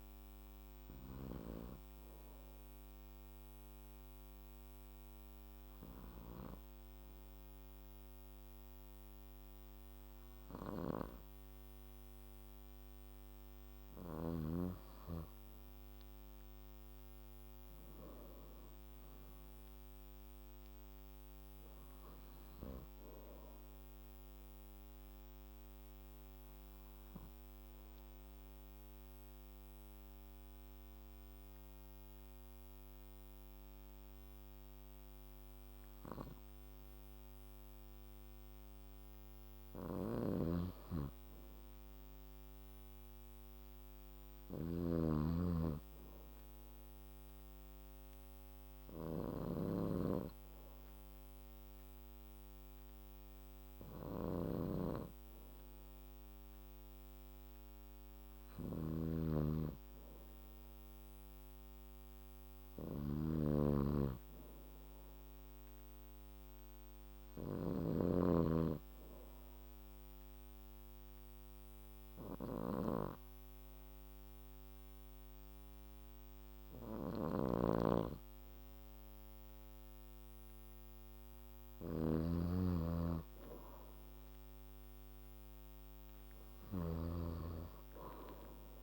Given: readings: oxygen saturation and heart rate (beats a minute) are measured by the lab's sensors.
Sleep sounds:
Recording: breathing in sleep by a microphone on the trachea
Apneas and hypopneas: 4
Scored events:
0.50-13.00 s: obstructive apnea (oxygen 98% before, 90% lowest, heart rate 60 before, 60 extreme, up 2 after)
1.00-18.00 s: oxygen desaturation (device-marked, oxygen 98% before, 92% lowest, heart rate 61 before, 60 extreme)
17.50-20.50 s: arousal
23.00-38.00 s: obstructive apnea (oxygen 98% before, 90% lowest, heart rate 65 before, 60 extreme, up 4 after)
24.00-40.00 s: oxygen desaturation (device-marked, oxygen 96% before, 90% lowest, heart rate 65 before, 60 extreme)
40.00-88.83 s: snoring (device-marked)
40.50-43.50 s: arousal
46.50-59.50 s: obstructive apnea (oxygen 97% before, 89% lowest, heart rate 62 before, 63 extreme, up 4 after)
51.00-65.00 s: oxygen desaturation (device-marked, oxygen 97% before, 92% lowest, heart rate 62 before, 63 extreme)
61.50-64.50 s: arousal
70.50-83.50 s: obstructive apnea (oxygen 97% before, 89% lowest, heart rate 65 before, 62 extreme, up 5 after)
85.50-88.00 s: arousal
From the record:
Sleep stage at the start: N2 (light sleep)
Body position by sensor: on the back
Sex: male

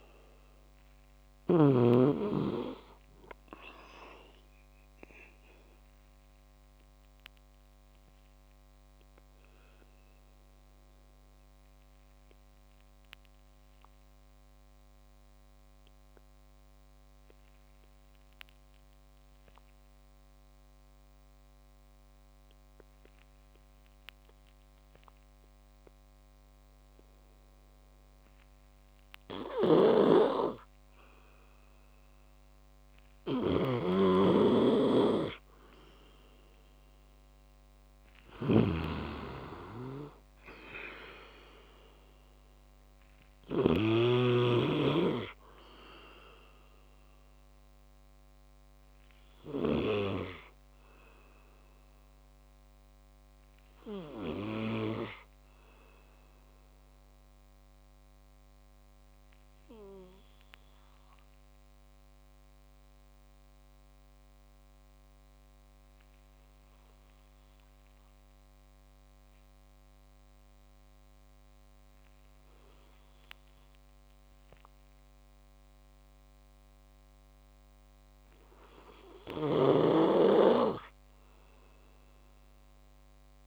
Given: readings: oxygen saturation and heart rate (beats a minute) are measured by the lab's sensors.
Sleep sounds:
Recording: breathing in sleep by a microphone on the trachea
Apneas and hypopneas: 2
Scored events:
0.00-1.50 s: snoring (device-marked)
6.50-32.50 s: obstructive apnea (oxygen 99% before, 94% lowest, heart rate 60 before, 55 extreme, up 2 after)
29.00-49.50 s: snoring (device-marked)
34.50-38.00 s: arousal
38.50-49.50 s: oxygen desaturation (device-marked, oxygen 98% before, 95% lowest, heart rate 58 before, 55 extreme)
58.00-78.50 s: obstructive apnea (oxygen 98% before, 94% lowest, heart rate 57 before, 57 extreme, up 1 after)
79.00-83.47 s: snoring (device-marked)
82.00-83.47 s: arousal
From the record:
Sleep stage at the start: N2 (light sleep)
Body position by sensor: on the back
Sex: male

